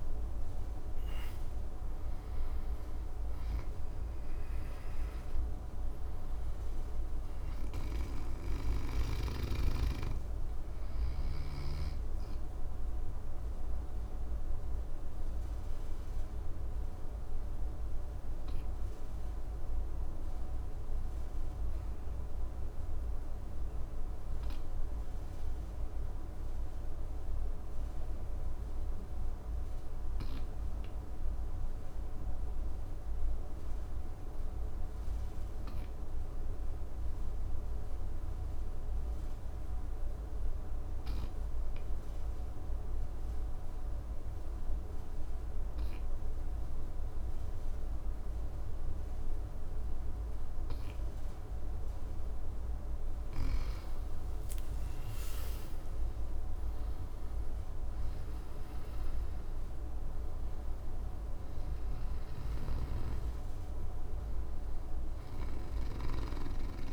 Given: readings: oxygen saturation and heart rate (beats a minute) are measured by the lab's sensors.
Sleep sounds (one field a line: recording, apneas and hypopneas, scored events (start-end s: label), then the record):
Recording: breathing in sleep, hard to hear, by a room microphone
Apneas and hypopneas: 1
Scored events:
0.00-1.50 s: arousal
0.00-22.00 s: oxygen desaturation (device-marked, oxygen 92% lowest, heart rate 53 extreme)
7.00-11.00 s: snoring (device-marked)
13.50-50.50 s: obstructive apnea (oxygen 98% before, 92% lowest, heart rate 65 before, 53 extreme, up 24 after)
53.50-58.00 s: arousal
61.50-66.93 s: snoring (device-marked)
From the record:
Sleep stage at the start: N2 (light sleep)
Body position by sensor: on the back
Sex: male